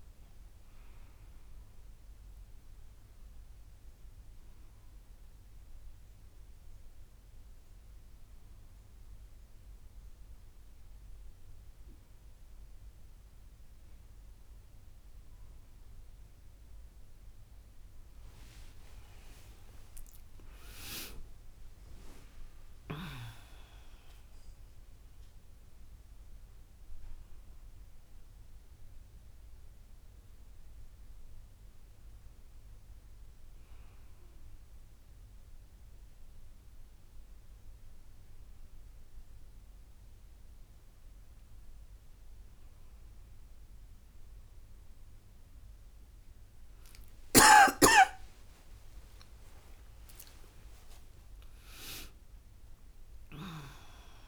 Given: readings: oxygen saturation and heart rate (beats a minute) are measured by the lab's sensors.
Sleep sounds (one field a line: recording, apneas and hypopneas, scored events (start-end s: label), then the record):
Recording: breathing in sleep by a room microphone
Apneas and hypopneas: none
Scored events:
18.00-22.00 s: arousal
From the record:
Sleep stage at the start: N1 (lightest sleep)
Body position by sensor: on the back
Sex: female